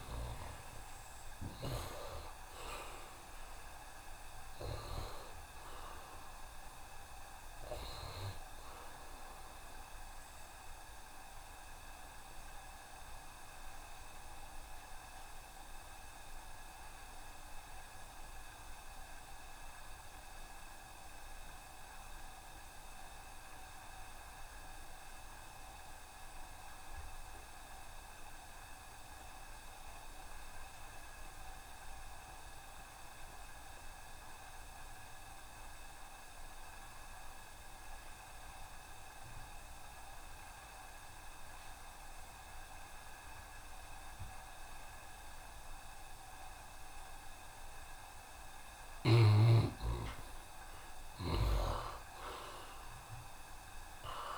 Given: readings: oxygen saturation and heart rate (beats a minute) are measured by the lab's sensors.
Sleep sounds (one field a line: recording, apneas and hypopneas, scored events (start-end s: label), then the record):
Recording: breathing in sleep by a room microphone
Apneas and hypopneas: 1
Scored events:
0.00-4.50 s: arousal
0.00-19.50 s: oxygen desaturation (device-marked, oxygen 78% lowest, heart rate 68 extreme)
10.00-48.50 s: obstructive apnea (oxygen 92% before, 76% lowest, heart rate 73 before, 68 extreme, up 2 after)
32.50-54.38 s: oxygen desaturation (device-marked, oxygen 93% before, 76% lowest, heart rate 70 before, 68 extreme)
50.50-54.38 s: arousal
From the record:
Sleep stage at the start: N2 (light sleep)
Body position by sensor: on the right side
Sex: male